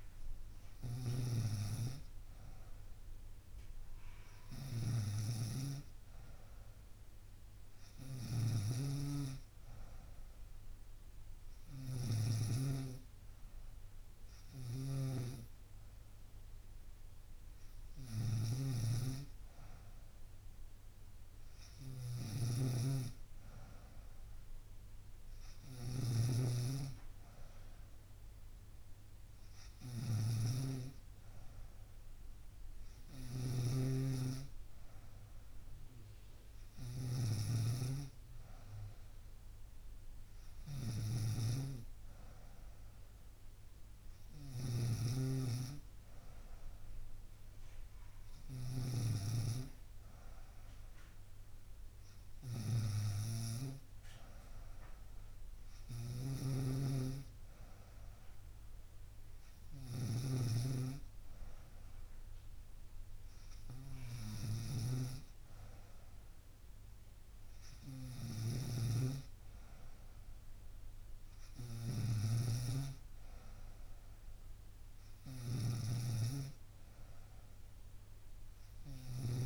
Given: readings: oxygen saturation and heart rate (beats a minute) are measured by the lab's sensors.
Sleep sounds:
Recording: breathing in sleep by a room microphone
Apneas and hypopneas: none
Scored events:
0.00-79.46 s: snoring (device-marked)
From the record:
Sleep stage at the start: N3 (deep sleep)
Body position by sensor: on the right side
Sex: female

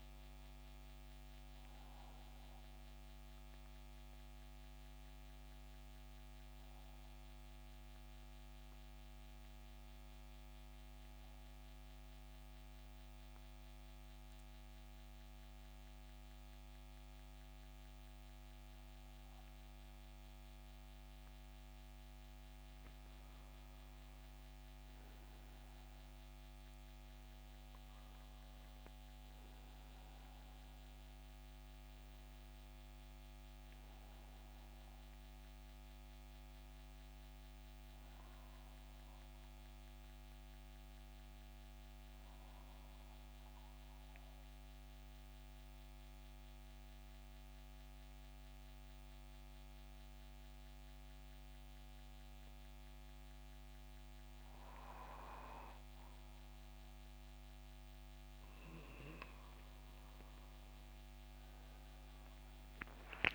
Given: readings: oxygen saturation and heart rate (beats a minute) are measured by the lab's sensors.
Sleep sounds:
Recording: breathing in sleep, hard to hear, by a microphone on the trachea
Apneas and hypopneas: 2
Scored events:
0.00-16.00 s: oxygen desaturation (device-marked, oxygen 88% lowest, heart rate 75 extreme)
11.00-21.50 s: hypopnea (oxygen 93% before, 86% lowest, heart rate 79 before, 74 extreme, up 6 after)
23.50-27.00 s: arousal
27.00-52.00 s: oxygen desaturation (device-marked, oxygen 93% before, 87% lowest, heart rate 77 before, 71 extreme)
42.50-54.50 s: central apnea (oxygen 93% before, 86% lowest, heart rate 80 before, 71 extreme, up 9 after)
59.50-63.35 s: arousal
From the record:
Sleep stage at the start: N2 (light sleep)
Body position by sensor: on the back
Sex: male

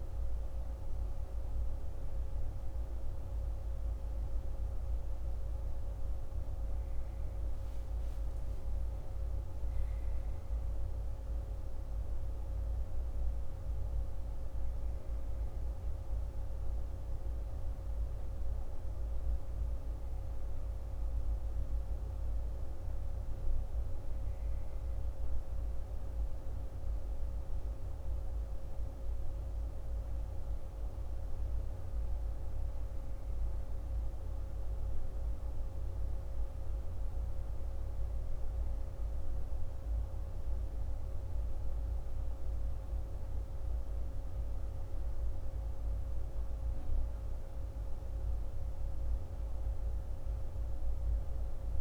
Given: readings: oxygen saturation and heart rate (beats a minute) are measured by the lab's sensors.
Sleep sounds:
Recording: a person awake in a sleep study, hard to hear, by a room microphone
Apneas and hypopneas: none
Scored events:
none scored
From the record:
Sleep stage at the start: awake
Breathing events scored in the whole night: 186 in 5.5 hours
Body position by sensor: on the back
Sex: male

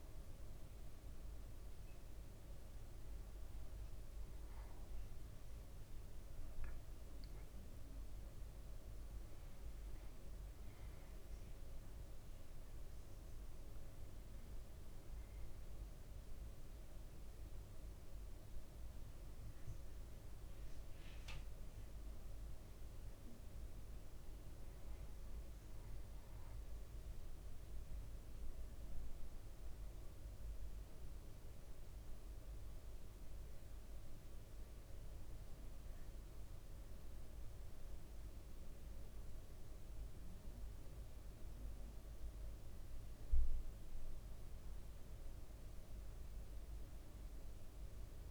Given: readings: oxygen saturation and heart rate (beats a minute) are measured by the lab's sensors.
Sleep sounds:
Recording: breathing in sleep, hard to hear, by a room microphone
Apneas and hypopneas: none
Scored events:
none scored
From the record:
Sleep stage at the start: N1 (lightest sleep)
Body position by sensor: on the back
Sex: male

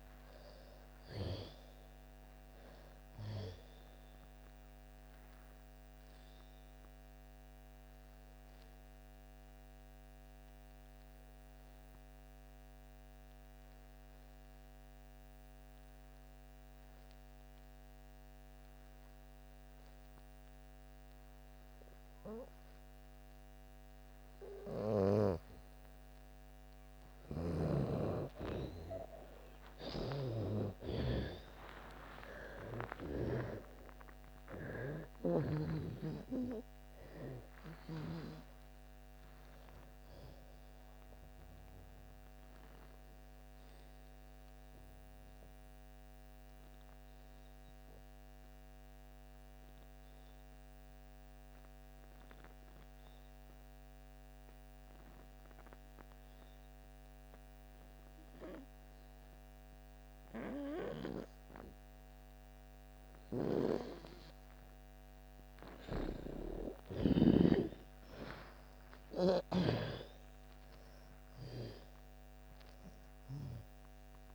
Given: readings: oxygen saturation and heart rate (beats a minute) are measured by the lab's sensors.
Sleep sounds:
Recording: breathing in sleep by a microphone on the trachea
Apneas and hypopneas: 2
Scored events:
0.00-1.00 s: arousal
0.00-20.00 s: oxygen desaturation (device-marked, oxygen 85% lowest)
4.00-25.00 s: obstructive apnea (oxygen 97% before, 81% lowest)
27.00-33.00 s: snoring (device-marked)
29.00-54.00 s: oxygen desaturation (device-marked, oxygen 97% before, 85% lowest)
29.50-34.00 s: arousal
43.00-64.00 s: obstructive apnea (oxygen 97% before, 81% lowest)
61.00-74.35 s: oxygen desaturation (device-marked, oxygen 97% before, 81% lowest)
66.00-69.50 s: arousal
From the record:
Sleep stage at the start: N2 (light sleep)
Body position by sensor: on the back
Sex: female

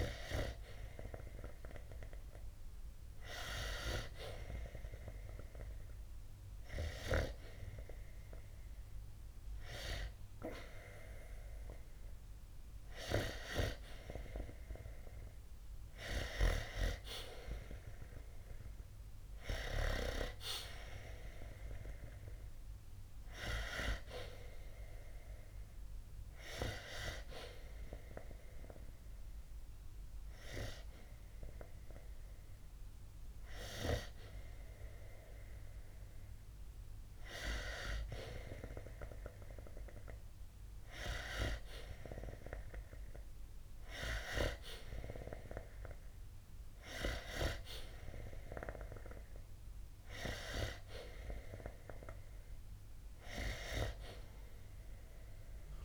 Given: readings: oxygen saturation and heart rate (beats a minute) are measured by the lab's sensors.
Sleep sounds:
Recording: breathing in sleep by a room microphone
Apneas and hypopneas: 1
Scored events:
19.50-23.50 s: arousal
26.00-38.50 s: hypopnea (oxygen 93% before, 91% lowest, heart rate 64 before, 60 extreme, up 0 after)
41.50-45.00 s: arousal
From the record:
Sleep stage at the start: N2 (light sleep)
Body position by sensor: on the back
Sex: male

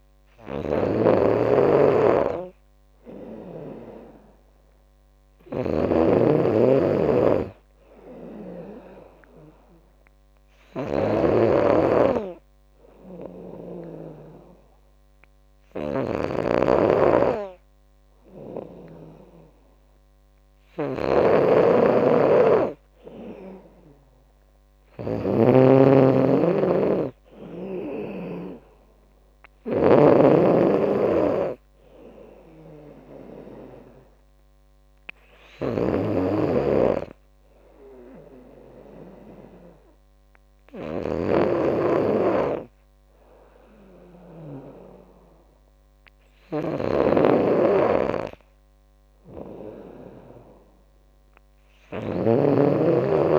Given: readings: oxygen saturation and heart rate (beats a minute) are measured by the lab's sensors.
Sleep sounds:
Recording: breathing in sleep by a microphone on the trachea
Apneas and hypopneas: 2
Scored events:
0.00-53.39 s: snoring (device-marked)
10.50-21.50 s: hypopnea (oxygen 96% before, 91% lowest, heart rate 78 before, 74 extreme, up 10 after)
23.00-26.00 s: arousal
26.50-37.50 s: drop in pulse transit time (device-marked, heart rate 80 before, 76 extreme)
29.50-47.50 s: oxygen desaturation (device-marked, oxygen 94% before, 91% lowest, heart rate 81 before, 71 extreme)
37.50-48.50 s: hypopnea (oxygen 95% before, 90% lowest, heart rate 81 before, 71 extreme, up 3 after)
52.00-53.39 s: arousal
From the record:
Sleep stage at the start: N2 (light sleep)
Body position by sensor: on the back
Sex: female

